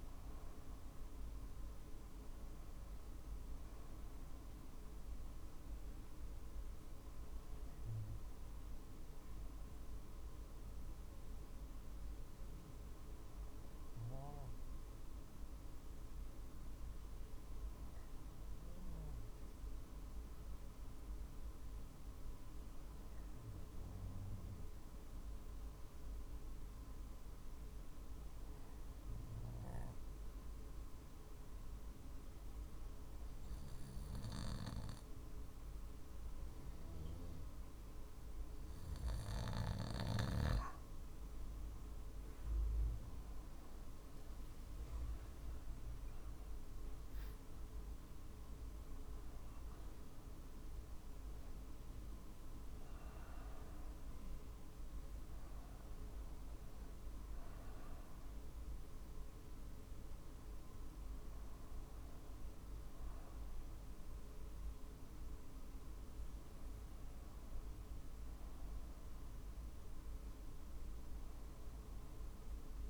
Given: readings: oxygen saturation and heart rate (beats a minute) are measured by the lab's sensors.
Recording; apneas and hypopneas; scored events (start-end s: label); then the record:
breathing in sleep, hard to hear, by a room microphone; 1
7.00-39.00 s: obstructive apnea (oxygen 95% before, 92% lowest, heart rate 47 before, 46 extreme, up 3 after)
41.00-60.00 s: drop in pulse transit time (device-marked, heart rate 47 before, 47 extreme)
42.00-44.50 s: arousal
From the record:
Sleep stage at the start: N2 (light sleep); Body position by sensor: on the back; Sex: male